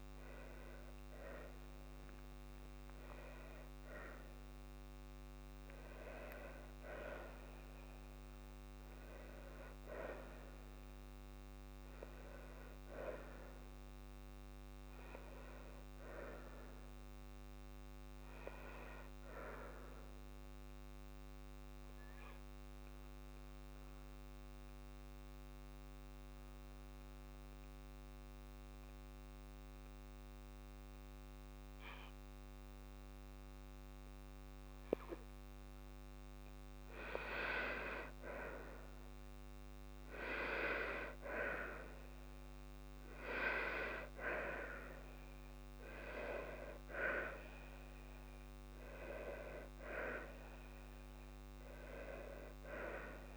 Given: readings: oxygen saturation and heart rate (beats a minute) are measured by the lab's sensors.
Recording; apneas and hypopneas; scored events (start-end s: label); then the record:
breathing in sleep by a microphone on the trachea; 1
0.00-1.50 s: long interval between heartbeats (device-marked, heart rate 77 extreme)
15.50-18.00 s: arousal
20.50-35.50 s: obstructive apnea (oxygen 98% before, 93% lowest, heart rate 60 before, 54 extreme, up 13 after)
21.50-31.50 s: oxygen desaturation (device-marked, oxygen 98% before, 93% lowest, heart rate 59 before, 54 extreme)
24.00-26.00 s: long interval between heartbeats (device-marked, heart rate 57 before, 61 extreme)
36.50-40.50 s: arousal
39.50-41.50 s: long interval between heartbeats (device-marked, heart rate 58 before, 64 extreme)
45.50-47.50 s: long interval between heartbeats (device-marked, heart rate 60 before, 72 extreme)
48.50-50.50 s: long interval between heartbeats (device-marked, heart rate 62 before, 88 extreme)
50.50-52.50 s: long interval between heartbeats (device-marked, heart rate 65 before, 89 extreme)
From the record:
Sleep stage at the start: N2 (light sleep); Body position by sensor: on the back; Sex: female